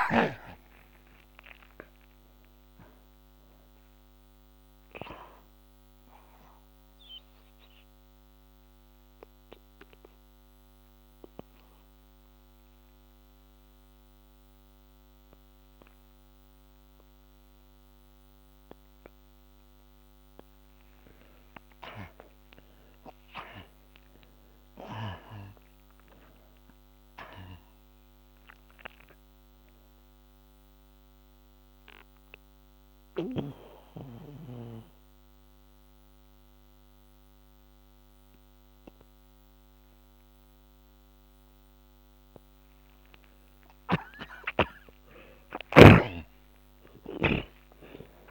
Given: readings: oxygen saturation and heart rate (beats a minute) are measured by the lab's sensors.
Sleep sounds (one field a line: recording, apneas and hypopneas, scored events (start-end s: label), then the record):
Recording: breathing in sleep by a microphone on the trachea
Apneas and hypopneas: 2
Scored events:
0.00-2.00 s: arousal
6.50-19.50 s: obstructive apnea (oxygen 94% before, 72% lowest, heart rate 78 before, 45 extreme, up 21 after)
11.00-21.00 s: oxygen desaturation (device-marked, oxygen 90% before, 80% lowest, heart rate 78 before, 45 extreme)
22.50-27.00 s: arousal
31.50-42.50 s: obstructive apnea (oxygen 93% before, 72% lowest, heart rate 64 before, 27 extreme, up 24 after)
37.00-48.31 s: oxygen desaturation (device-marked, oxygen 92% before, 83% lowest, heart rate 66 before, 27 extreme)
44.00-47.50 s: snoring (device-marked)
44.50-48.31 s: arousal
From the record:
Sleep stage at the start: N2 (light sleep)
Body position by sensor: on the back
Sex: male